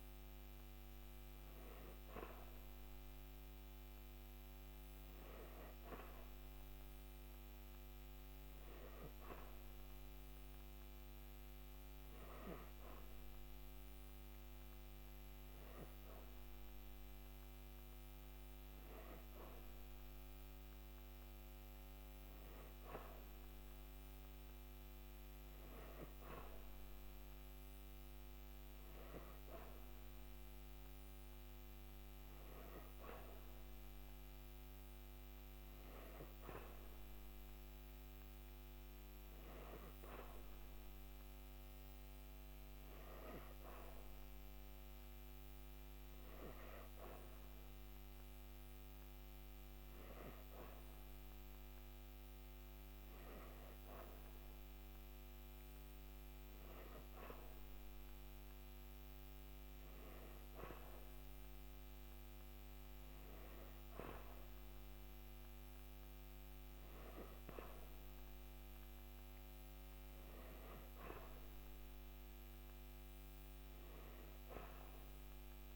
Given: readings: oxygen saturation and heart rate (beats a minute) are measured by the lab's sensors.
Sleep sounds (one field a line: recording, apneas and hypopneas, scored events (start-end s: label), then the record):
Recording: breathing in sleep by a microphone on the trachea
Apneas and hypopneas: none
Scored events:
none scored
From the record:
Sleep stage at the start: N3 (deep sleep)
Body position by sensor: on the back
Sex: female